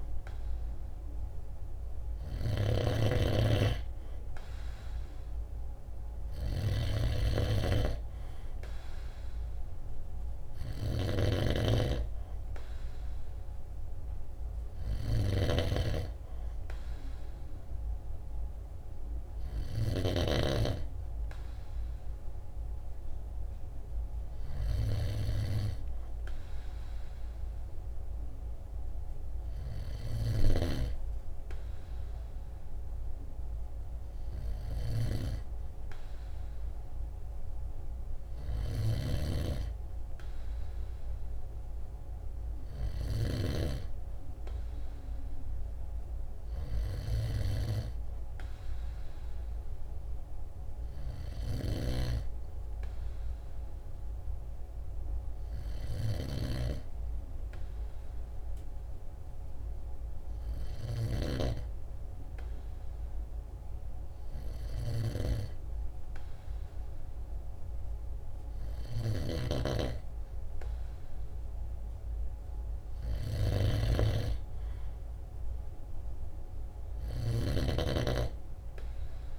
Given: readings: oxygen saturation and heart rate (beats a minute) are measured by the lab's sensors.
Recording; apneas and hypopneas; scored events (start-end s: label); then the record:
a person partly awake in a sleep study, by a room microphone; 1
2.50-30.50 s: snoring (device-marked)
30.00-79.38 s: new sleep stage, N2 (light sleep)
47.00-52.00 s: snoring (device-marked)
53.00-69.00 s: hypopnea (oxygen 96% before, 94% lowest, heart rate 51 before, 48 extreme, up 2 after)
61.00-79.38 s: snoring (device-marked)
71.00-75.00 s: arousal
From the record:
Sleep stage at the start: awake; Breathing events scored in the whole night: 239 in 6.0 hours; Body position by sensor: on the right side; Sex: male